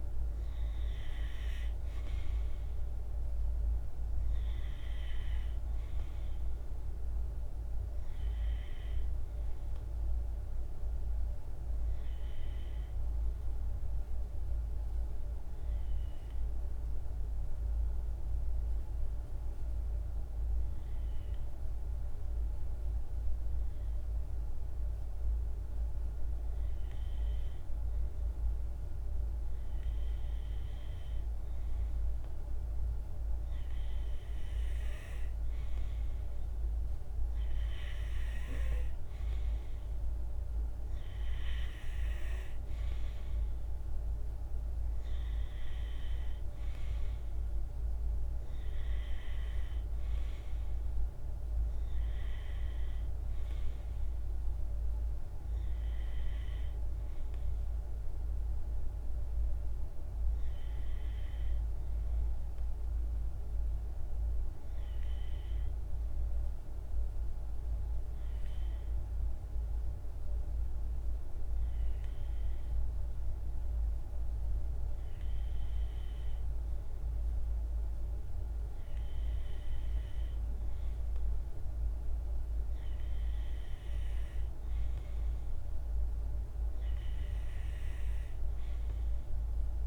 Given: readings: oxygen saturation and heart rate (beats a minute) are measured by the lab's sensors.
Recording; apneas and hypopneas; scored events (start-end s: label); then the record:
breathing in sleep, hard to hear, by a room microphone; 2
0.00-15.00 s: oxygen desaturation (device-marked, oxygen 92% lowest, heart rate 52 extreme)
10.50-13.50 s: arousal
16.00-27.00 s: hypopnea (oxygen 96% before, 93% lowest, heart rate 54 before, 53 extreme, up 0 after)
29.00-32.50 s: arousal
36.00-60.00 s: oxygen desaturation (device-marked, oxygen 97% before, 93% lowest, heart rate 53 before, 53 extreme)
63.50-77.00 s: hypopnea (oxygen 97% before, 94% lowest, heart rate 55 before, 53 extreme, up 2 after)
79.00-83.50 s: arousal
From the record:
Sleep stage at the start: N2 (light sleep); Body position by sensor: on the right side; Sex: male